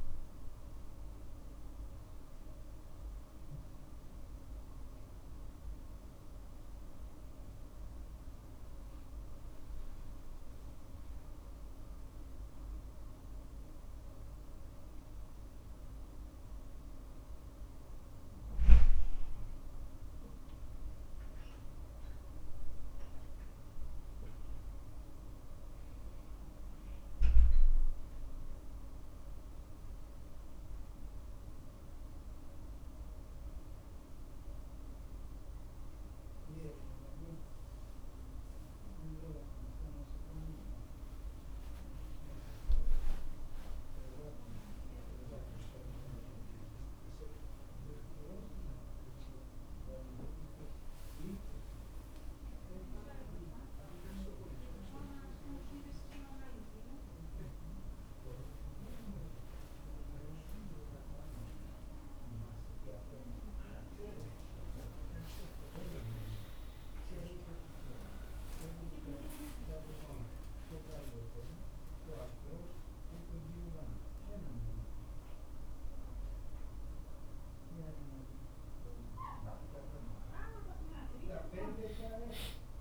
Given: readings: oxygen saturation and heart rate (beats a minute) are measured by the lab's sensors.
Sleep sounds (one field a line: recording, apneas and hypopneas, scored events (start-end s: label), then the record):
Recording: a person awake in a sleep study, by a room microphone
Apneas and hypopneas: none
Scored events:
52.50-54.50 s: long interval between heartbeats (device-marked, heart rate 49 before, 59 extreme)
63.00-65.00 s: long interval between heartbeats (device-marked, heart rate 55 before, 68 extreme)
74.00-82.81 s: drop in pulse transit time (device-marked, heart rate 62 before, 49 extreme)
From the record:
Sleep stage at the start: awake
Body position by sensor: on the back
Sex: male